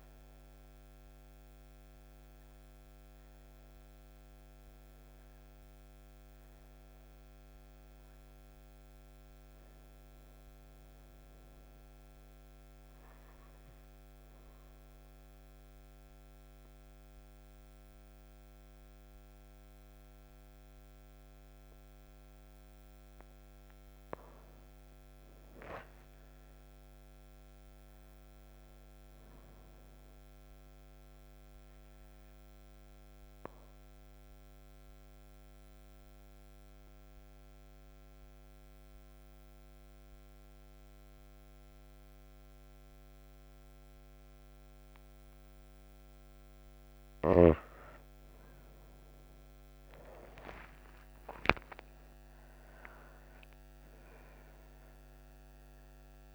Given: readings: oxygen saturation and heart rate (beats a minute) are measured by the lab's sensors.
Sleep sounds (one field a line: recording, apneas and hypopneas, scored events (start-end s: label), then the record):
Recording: breathing in sleep, hard to hear, by a microphone on the trachea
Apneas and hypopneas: 2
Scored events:
0.00-22.50 s: oxygen desaturation (device-marked, oxygen 89% lowest)
13.00-23.00 s: obstructive apnea (oxygen 97% before, 89% lowest)
24.00-28.50 s: arousal
31.00-45.50 s: obstructive apnea (oxygen 99% before, 91% lowest)
48.50-53.50 s: arousal
49.50-56.35 s: oxygen desaturation (device-marked, oxygen 97% before, 91% lowest)
From the record:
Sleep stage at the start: N2 (light sleep)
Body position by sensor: on the right side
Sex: female